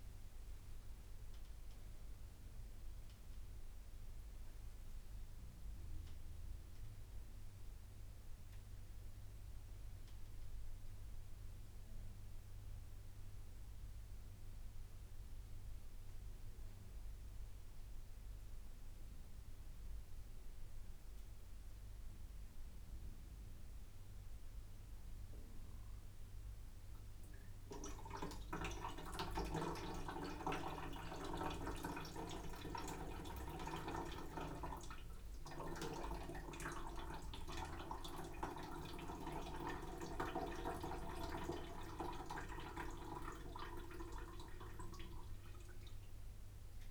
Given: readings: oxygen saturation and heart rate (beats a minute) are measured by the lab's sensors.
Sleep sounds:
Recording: a person awake in a sleep study, by a room microphone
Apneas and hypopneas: none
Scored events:
1.50-15.50 s: drop in pulse transit time (device-marked, heart rate 95 before, 87 extreme)
From the record:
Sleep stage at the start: awake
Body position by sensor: upright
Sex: male

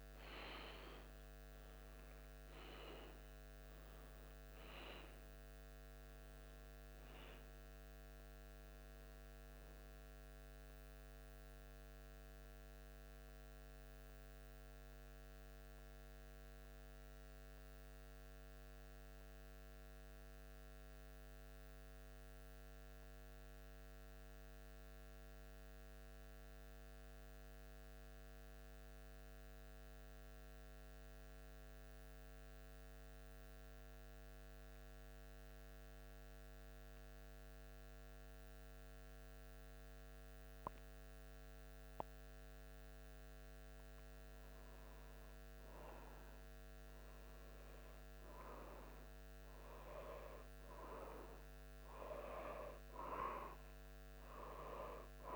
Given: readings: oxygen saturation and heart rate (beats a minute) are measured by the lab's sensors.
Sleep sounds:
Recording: breathing in sleep by a microphone on the trachea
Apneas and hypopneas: 1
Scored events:
12.50-44.50 s: central apnea (oxygen 96% before, 87% lowest, heart rate 76 before, 74 extreme, up 1 after)
46.50-50.00 s: arousal
47.50-55.35 s: oxygen desaturation (device-marked, oxygen 96% before, 87% lowest, heart rate 75 before, 74 extreme)
From the record:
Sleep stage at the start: N2 (light sleep)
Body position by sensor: on the back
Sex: male

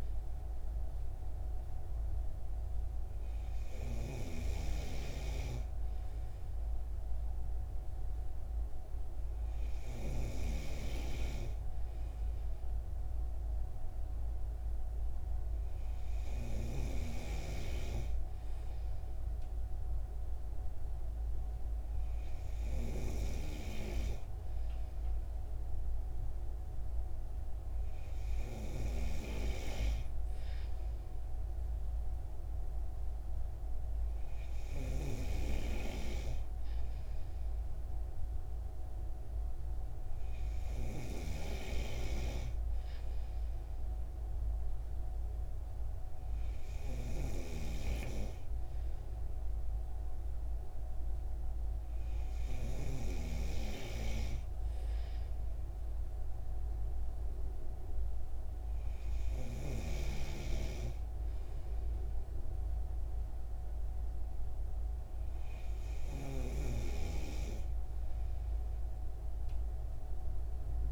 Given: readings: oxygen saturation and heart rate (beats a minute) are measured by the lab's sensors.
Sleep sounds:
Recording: breathing in sleep by a room microphone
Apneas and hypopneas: none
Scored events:
0.00-5.00 s: snoring (device-marked)
47.50-54.00 s: snoring (device-marked)
From the record:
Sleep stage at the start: N3 (deep sleep)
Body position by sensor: on the right side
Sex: male

